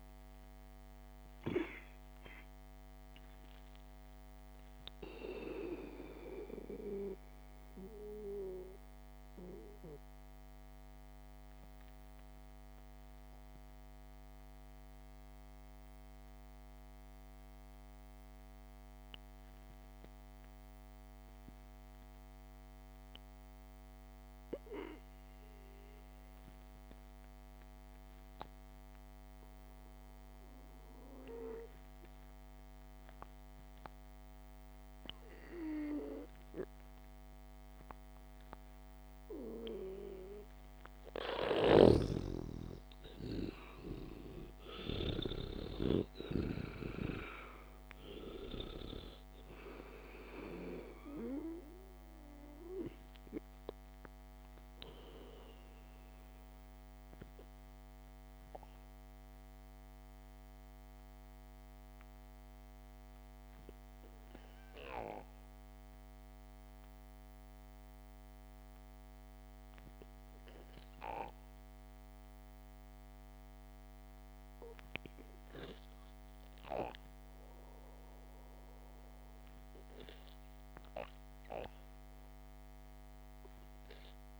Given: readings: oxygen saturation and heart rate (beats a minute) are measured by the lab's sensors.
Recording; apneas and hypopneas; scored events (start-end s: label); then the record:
breathing in sleep by a microphone on the trachea; 2
7.00-26.50 s: mixed apnea (oxygen 98% before, 92% lowest, heart rate 59 before, 53 extreme, up 1 after)
28.50-32.00 s: arousal
57.50-79.50 s: mixed apnea (oxygen 98% before, 91% lowest, heart rate 58 before, 53 extreme, up 0 after)
63.00-73.00 s: oxygen desaturation (device-marked, oxygen 95% before, 92% lowest, heart rate 60 before, 53 extreme)
From the record:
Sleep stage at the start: N2 (light sleep); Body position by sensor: on the back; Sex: male